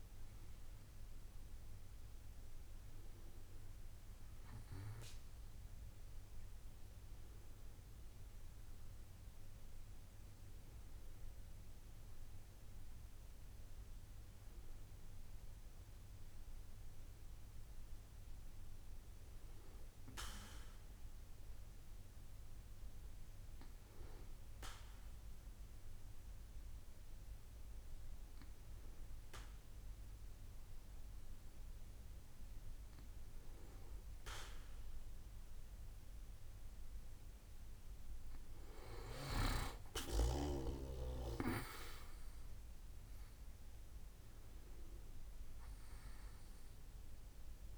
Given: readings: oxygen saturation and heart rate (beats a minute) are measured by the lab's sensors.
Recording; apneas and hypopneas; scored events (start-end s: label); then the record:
breathing in sleep by a room microphone; none
41.50-46.00 s: arousal
From the record:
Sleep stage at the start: N2 (light sleep); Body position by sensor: on the back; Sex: male